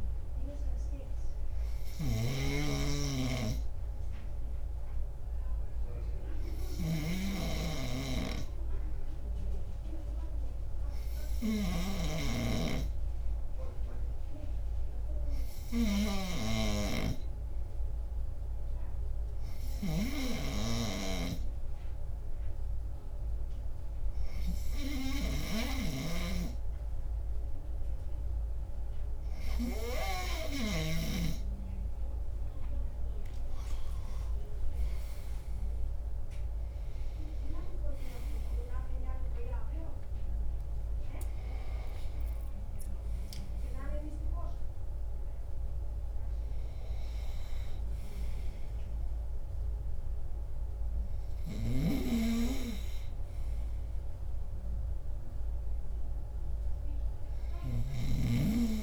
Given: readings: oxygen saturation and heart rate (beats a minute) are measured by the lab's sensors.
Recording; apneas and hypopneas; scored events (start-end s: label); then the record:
breathing in sleep by a room microphone; none
0.00-7.00 s: snoring (device-marked)
38.50-42.50 s: arousal
From the record:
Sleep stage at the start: N2 (light sleep); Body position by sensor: on the left side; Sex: male